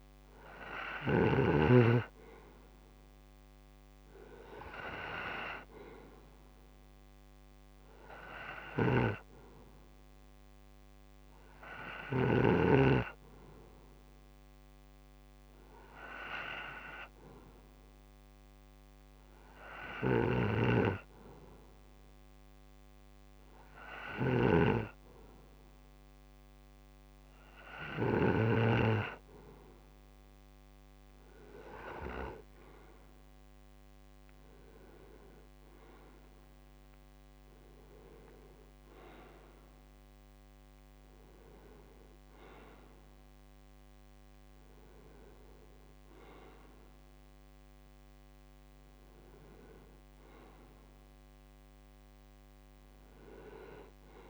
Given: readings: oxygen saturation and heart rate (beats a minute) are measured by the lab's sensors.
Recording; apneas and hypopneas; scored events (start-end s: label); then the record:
breathing in sleep by a microphone on the trachea; none
0.00-1.00 s: snoring (device-marked)
1.50-18.50 s: oxygen desaturation (device-marked, oxygen 95% before, 91% lowest)
8.50-12.00 s: snoring (device-marked)
19.50-28.00 s: snoring (device-marked)
32.50-37.00 s: arousal
From the record:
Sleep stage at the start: N2 (light sleep); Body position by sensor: on the right side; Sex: male